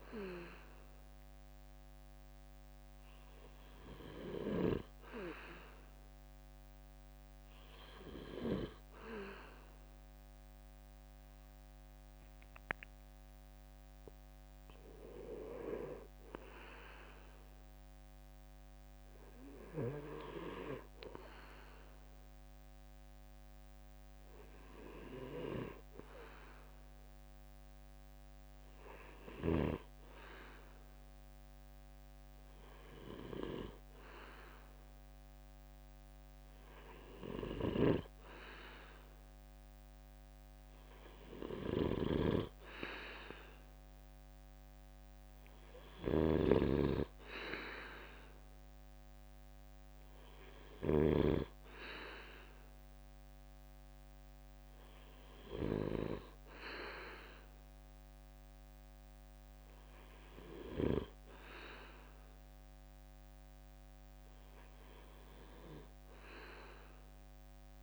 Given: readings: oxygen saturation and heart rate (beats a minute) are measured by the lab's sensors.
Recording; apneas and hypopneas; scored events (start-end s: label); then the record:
breathing in sleep by a microphone on the trachea; none
41.50-51.00 s: snoring (device-marked)
From the record:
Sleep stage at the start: N2 (light sleep); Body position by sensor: on the right side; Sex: male